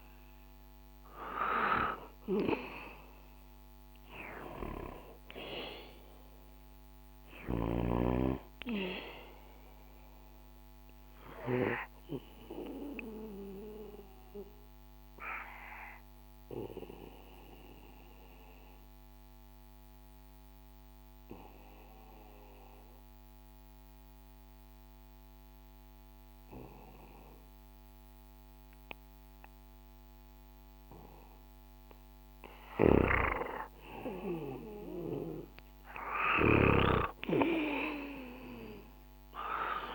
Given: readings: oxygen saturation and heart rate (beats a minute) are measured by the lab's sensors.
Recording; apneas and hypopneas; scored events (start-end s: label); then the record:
breathing in sleep by a microphone on the trachea; 1
0.00-5.50 s: arousal
10.00-26.00 s: oxygen desaturation (device-marked, oxygen 96% before, 92% lowest, heart rate 66 before, 62 extreme)
13.00-31.50 s: obstructive apnea (oxygen 97% before, 92% lowest, heart rate 68 before, 61 extreme, up 6 after)
32.00-39.94 s: snoring (device-marked)
34.00-38.50 s: arousal
From the record:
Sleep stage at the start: N2 (light sleep); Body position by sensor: on the back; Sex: male